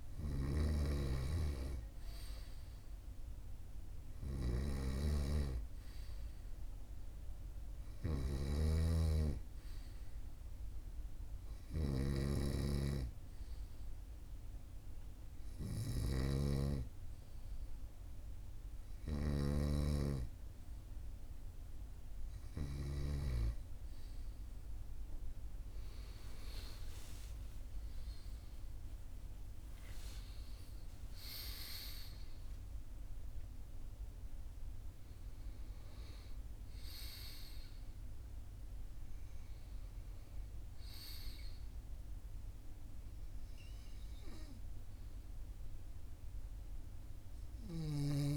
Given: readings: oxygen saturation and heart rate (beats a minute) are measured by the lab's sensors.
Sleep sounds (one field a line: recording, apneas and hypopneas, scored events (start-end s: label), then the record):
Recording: breathing in sleep by a room microphone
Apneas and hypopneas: none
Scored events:
5.00-20.00 s: snoring (device-marked)
26.00-30.50 s: arousal
From the record:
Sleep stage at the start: N2 (light sleep)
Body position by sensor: on the right side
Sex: male